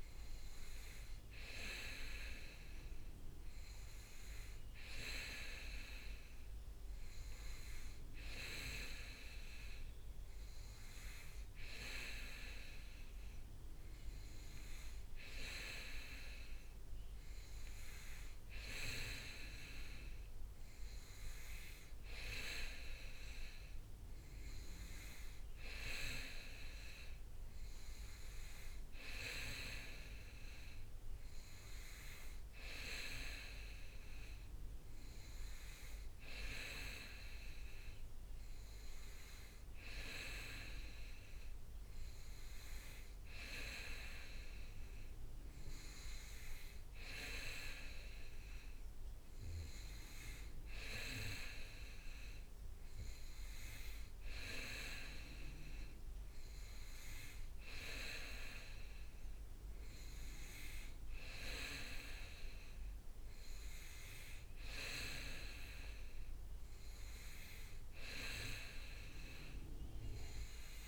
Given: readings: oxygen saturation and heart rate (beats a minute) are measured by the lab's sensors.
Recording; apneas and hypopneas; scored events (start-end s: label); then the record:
breathing in sleep by a room microphone; none
0.00-8.00 s: leg movement (device-marked)
17.00-24.00 s: leg movement (device-marked)
44.50-52.00 s: leg movement (device-marked)
61.00-65.00 s: leg movement (device-marked)
From the record:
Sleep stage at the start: N2 (light sleep); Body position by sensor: on the back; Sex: male